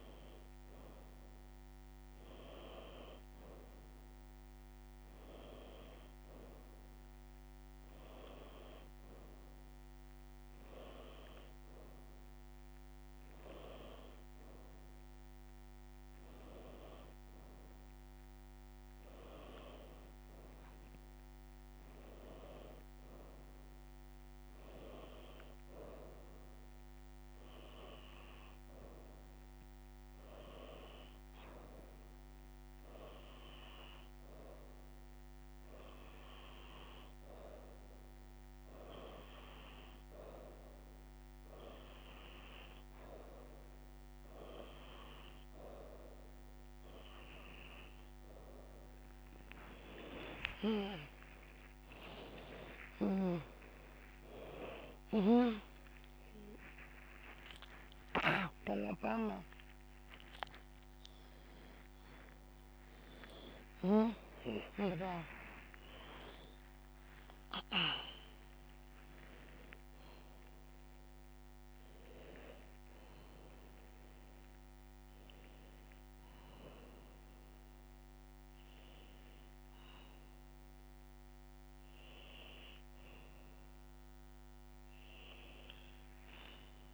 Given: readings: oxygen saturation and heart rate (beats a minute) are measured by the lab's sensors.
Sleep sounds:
a person awake in a sleep study, by a microphone on the trachea; none
none scored
From the record:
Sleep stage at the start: awake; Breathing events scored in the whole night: 236 in 3.5 hours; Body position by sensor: upright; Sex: female

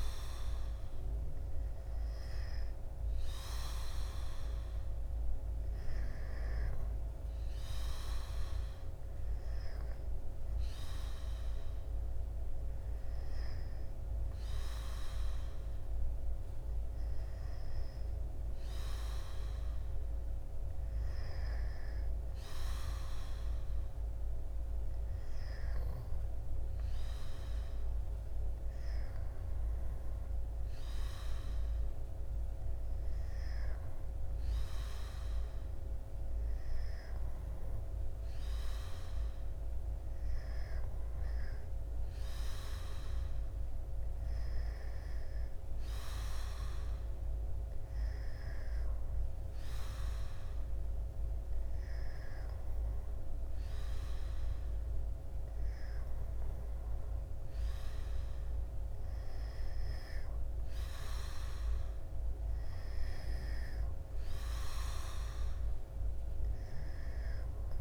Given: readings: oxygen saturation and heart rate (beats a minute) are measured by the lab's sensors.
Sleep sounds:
breathing in sleep, hard to hear, by a room microphone; none
none scored
From the record:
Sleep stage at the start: N2 (light sleep); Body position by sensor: on the back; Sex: male

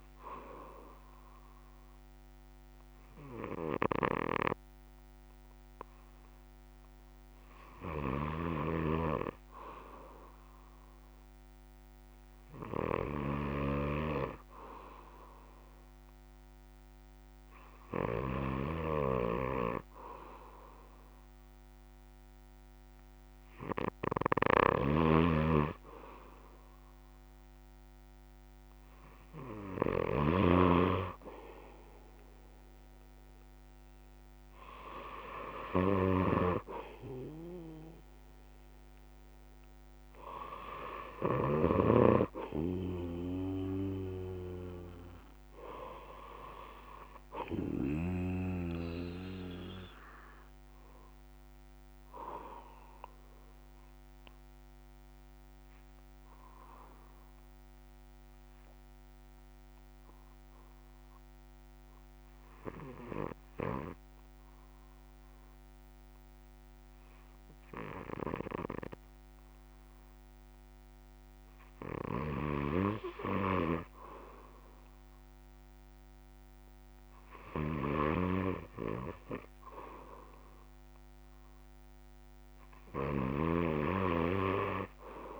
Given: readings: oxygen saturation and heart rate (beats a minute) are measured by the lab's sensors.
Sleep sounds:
breathing in sleep by a microphone on the trachea; 1
24.50-30.50 s: snoring (device-marked)
53.50-71.00 s: obstructive apnea (oxygen 92% before, 89% lowest, heart rate 71 before, 61 extreme)
77.00-85.40 s: oxygen desaturation (device-marked, oxygen 97% before, 89% lowest, heart rate 68 before, 61 extreme)
83.00-85.40 s: snoring (device-marked)
From the record:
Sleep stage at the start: N1 (lightest sleep); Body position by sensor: on the back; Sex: male

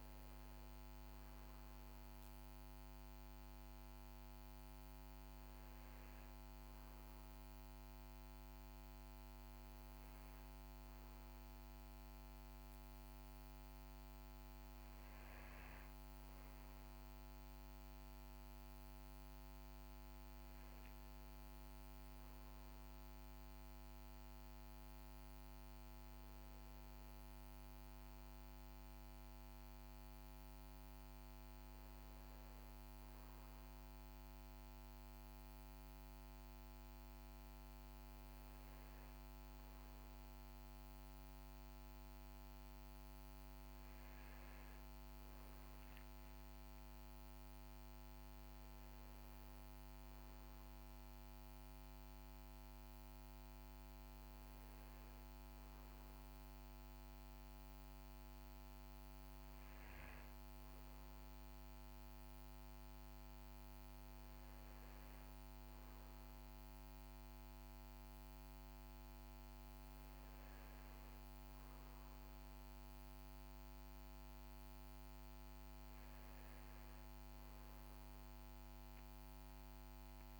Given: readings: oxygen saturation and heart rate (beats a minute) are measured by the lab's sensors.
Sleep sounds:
breathing in sleep, hard to hear, by a microphone on the trachea; 1
7.50-20.00 s: hypopnea (oxygen 96% before, 94% lowest, heart rate 64 before, 58 extreme, up 7 after)
22.50-26.00 s: arousal
From the record:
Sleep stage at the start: REM sleep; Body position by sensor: on the back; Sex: male

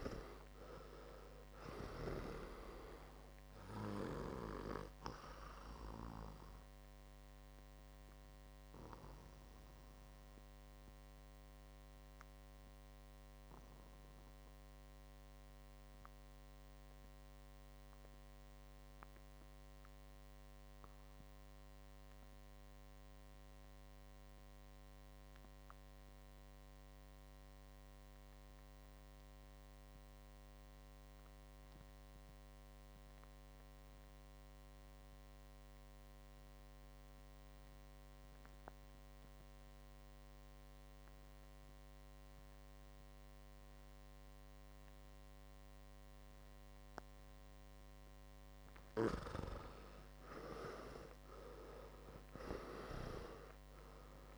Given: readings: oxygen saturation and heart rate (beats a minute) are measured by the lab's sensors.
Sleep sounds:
breathing in sleep by a microphone on the trachea; 1
0.00-22.50 s: oxygen desaturation (device-marked, oxygen 85% lowest, heart rate 53 extreme)
6.00-46.50 s: mixed apnea (oxygen 100% before, 85% lowest, heart rate 57 before, 53 extreme, up 14 after)
47.50-54.38 s: oxygen desaturation (device-marked, oxygen 96% before, 86% lowest, heart rate 55 before, 54 extreme)
48.50-53.00 s: arousal
From the record:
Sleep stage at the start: REM sleep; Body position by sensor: on the right side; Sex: male

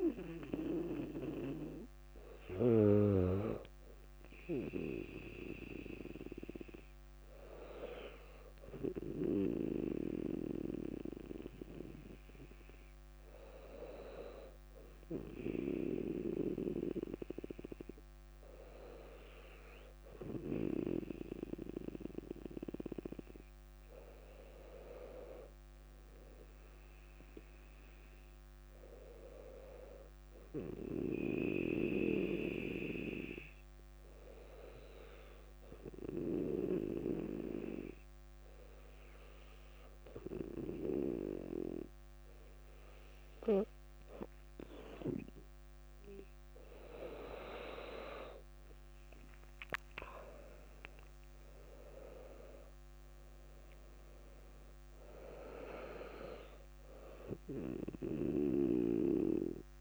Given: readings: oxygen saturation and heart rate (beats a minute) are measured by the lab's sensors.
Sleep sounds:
breathing in sleep by a microphone on the trachea; 2
0.00-15.00 s: oxygen desaturation (device-marked, oxygen 93% lowest, heart rate 58 extreme)
2.50-14.00 s: hypopnea (oxygen 100% before, 93% lowest, heart rate 59 before, 58 extreme, up 1 after)
16.00-20.50 s: arousal
33.00-45.50 s: obstructive apnea (oxygen 98% before, 97% lowest, heart rate 60 before, 57 extreme, up 8 after)
49.00-54.00 s: arousal
From the record:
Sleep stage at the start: N2 (light sleep); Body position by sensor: on the back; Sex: female

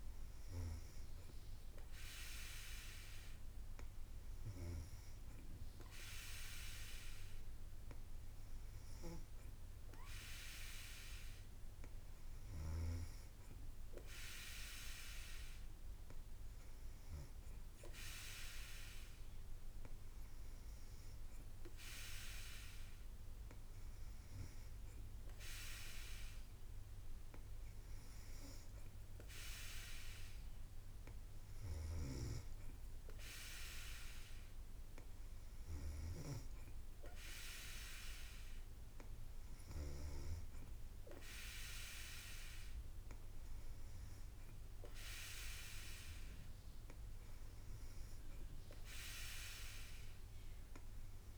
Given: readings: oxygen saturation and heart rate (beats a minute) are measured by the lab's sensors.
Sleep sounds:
breathing in sleep by a room microphone; none
none scored
From the record:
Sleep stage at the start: N3 (deep sleep); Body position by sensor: on the back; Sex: female

